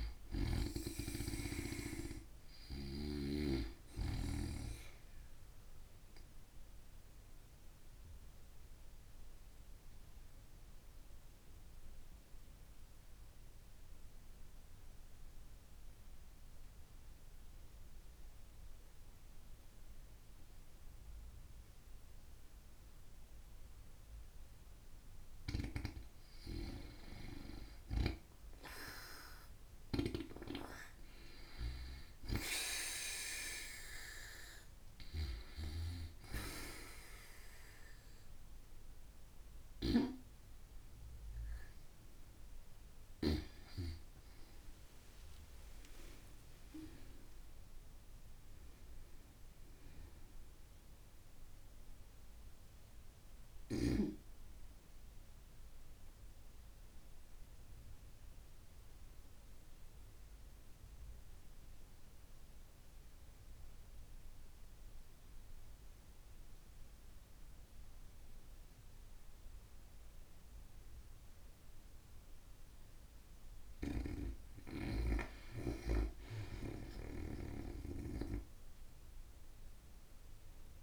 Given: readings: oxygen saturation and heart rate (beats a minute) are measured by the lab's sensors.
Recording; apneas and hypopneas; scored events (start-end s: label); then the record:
breathing in sleep by a room microphone; 2
0.00-4.50 s: oxygen desaturation (device-marked, oxygen 90% lowest, heart rate 52 extreme)
6.00-25.00 s: obstructive apnea (oxygen 95% before, 91% lowest, heart rate 86 before, 52 extreme, up 43 after)
25.00-35.50 s: snoring (device-marked)
26.50-30.50 s: arousal
31.50-50.50 s: oxygen desaturation (device-marked, oxygen 96% before, 91% lowest, heart rate 73 before, 53 extreme)
44.00-48.00 s: arousal
55.50-72.50 s: obstructive apnea (oxygen 96% before, 92% lowest, heart rate 97 before, 52 extreme, up 29 after)
73.00-80.83 s: snoring (device-marked)
76.50-80.83 s: arousal
From the record:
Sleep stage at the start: N2 (light sleep); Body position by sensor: on the back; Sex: female